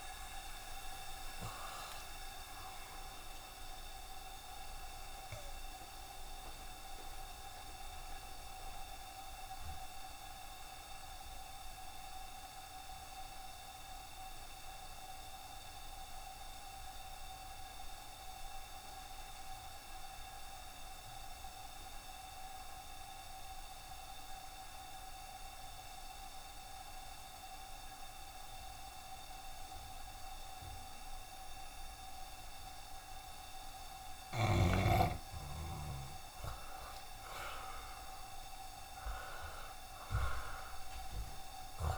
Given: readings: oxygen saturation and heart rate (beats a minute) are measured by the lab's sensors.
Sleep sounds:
breathing in sleep, hard to hear, by a room microphone; 1
7.50-33.50 s: obstructive apnea (oxygen 92% before, 72% lowest, heart rate 70 before, 66 extreme, up 5 after)
8.50-15.50 s: oxygen desaturation (device-marked, oxygen 92% before, 86% lowest, heart rate 70 before, 66 extreme)
23.50-41.98 s: oxygen desaturation (device-marked, oxygen 88% before, 72% lowest, heart rate 68 before, 69 extreme)
35.50-39.00 s: arousal
From the record:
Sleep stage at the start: N2 (light sleep); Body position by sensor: on the back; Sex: male

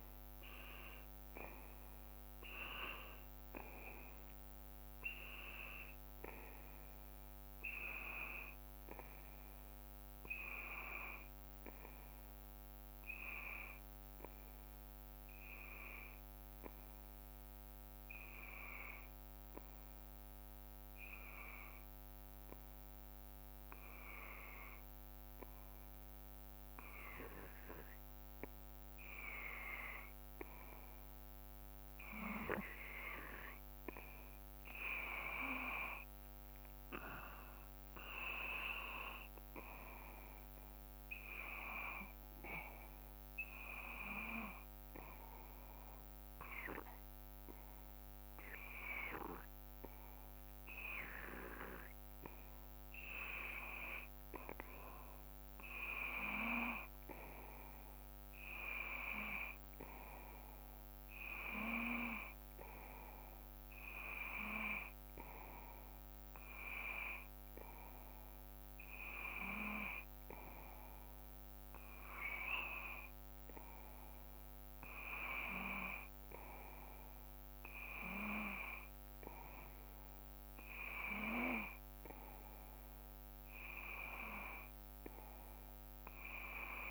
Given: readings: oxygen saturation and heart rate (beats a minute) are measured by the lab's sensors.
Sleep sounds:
breathing in sleep by a microphone on the trachea; 1
0.00-15.50 s: oxygen desaturation (device-marked, oxygen 89% lowest, heart rate 54 extreme)
17.00-32.00 s: obstructive apnea (oxygen 95% before, 92% lowest, heart rate 59 before, 55 extreme, up 4 after)
34.00-38.00 s: arousal
37.50-52.50 s: oxygen desaturation (device-marked, oxygen 96% before, 92% lowest, heart rate 57 before, 57 extreme)
From the record:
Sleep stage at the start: N2 (light sleep); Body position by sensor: on the back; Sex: male

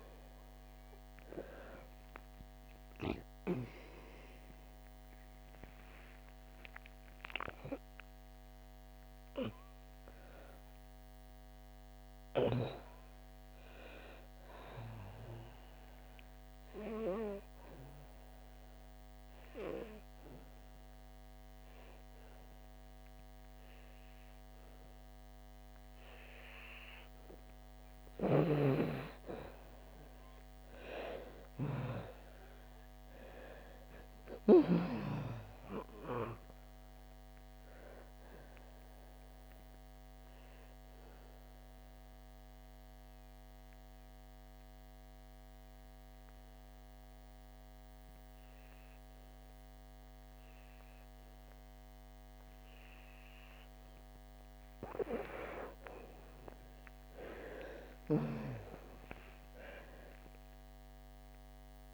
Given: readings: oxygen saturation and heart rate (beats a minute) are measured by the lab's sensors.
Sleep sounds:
breathing in sleep by a microphone on the trachea; 2
0.00-1.00 s: arousal
1.50-15.50 s: oxygen desaturation (device-marked, oxygen 97% before, 92% lowest, heart rate 67 before, 67 extreme)
17.00-27.50 s: obstructive apnea (oxygen 97% before, 88% lowest, heart rate 72 before, 60 extreme, up 2 after)
26.50-61.94 s: new sleep stage, N2 (light sleep)
29.00-33.00 s: arousal
32.50-53.50 s: oxygen desaturation (device-marked, oxygen 95% before, 88% lowest, heart rate 69 before, 60 extreme)
39.50-54.50 s: mixed apnea (oxygen 96% before, 81% lowest, heart rate 70 before, 60 extreme, up 11 after)
57.50-61.94 s: arousal
From the record:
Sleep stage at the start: N1 (lightest sleep); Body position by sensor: on the back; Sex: female

